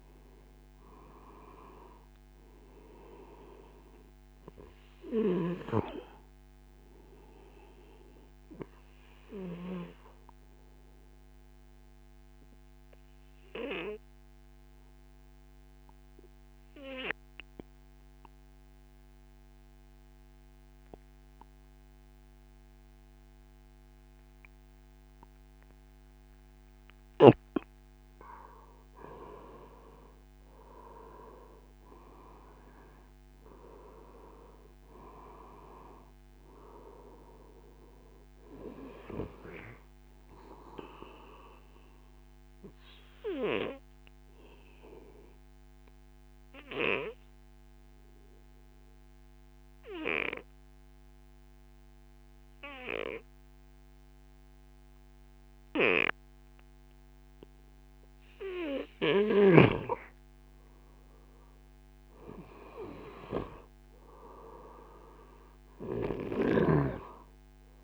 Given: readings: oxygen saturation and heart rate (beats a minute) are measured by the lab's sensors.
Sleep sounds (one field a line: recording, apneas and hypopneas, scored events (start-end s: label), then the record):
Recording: breathing in sleep by a microphone on the trachea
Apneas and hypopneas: 2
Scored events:
8.50-27.50 s: obstructive apnea (oxygen 96% before, 91% lowest, heart rate 66 before, 53 extreme, up 6 after)
29.50-33.50 s: arousal
32.50-56.50 s: oxygen desaturation (device-marked, oxygen 96% before, 91% lowest, heart rate 73 before, 53 extreme)
41.00-57.50 s: obstructive apnea (oxygen 96% before, 91% lowest, heart rate 74 before, 57 extreme, up 0 after)
60.50-64.50 s: arousal
From the record:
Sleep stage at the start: N2 (light sleep)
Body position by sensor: on the right side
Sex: male